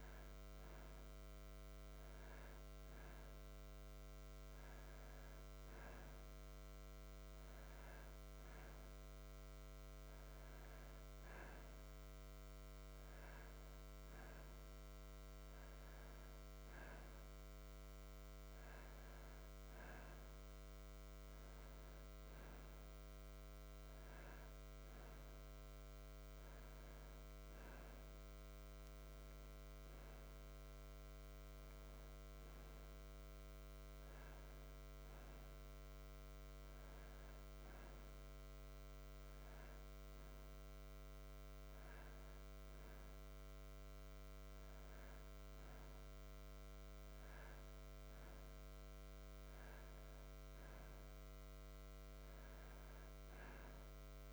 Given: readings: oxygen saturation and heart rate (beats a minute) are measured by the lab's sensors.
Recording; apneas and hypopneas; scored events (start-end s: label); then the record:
breathing in sleep, hard to hear, by a microphone on the trachea; none
none scored
From the record:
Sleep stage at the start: N2 (light sleep); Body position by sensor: on the back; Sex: male